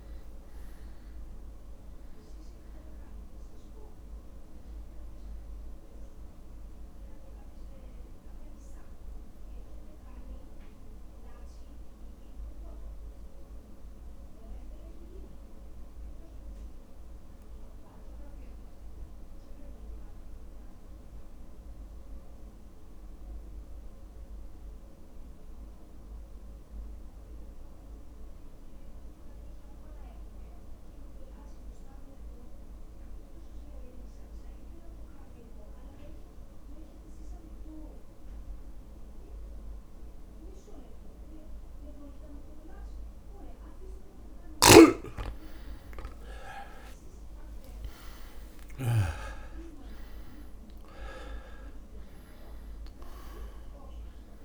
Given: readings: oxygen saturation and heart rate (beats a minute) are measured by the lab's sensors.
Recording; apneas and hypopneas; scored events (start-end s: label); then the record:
breathing in sleep by a room microphone; 1
0.00-22.00 s: drop in pulse transit time (device-marked, heart rate 54 extreme)
0.00-22.00 s: oxygen desaturation (device-marked, oxygen 83% lowest, heart rate 54 extreme)
6.50-41.50 s: mixed apnea (oxygen 99% before, 83% lowest, heart rate 57 before, 54 extreme, up 1 after)
41.00-54.45 s: oxygen desaturation (device-marked, oxygen 99% before, 83% lowest, heart rate 56 before, 53 extreme)
45.50-49.50 s: arousal
50.00-54.45 s: drop in pulse transit time (device-marked, heart rate 56 before, 53 extreme)
From the record:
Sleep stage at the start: N2 (light sleep); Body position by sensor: on the back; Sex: male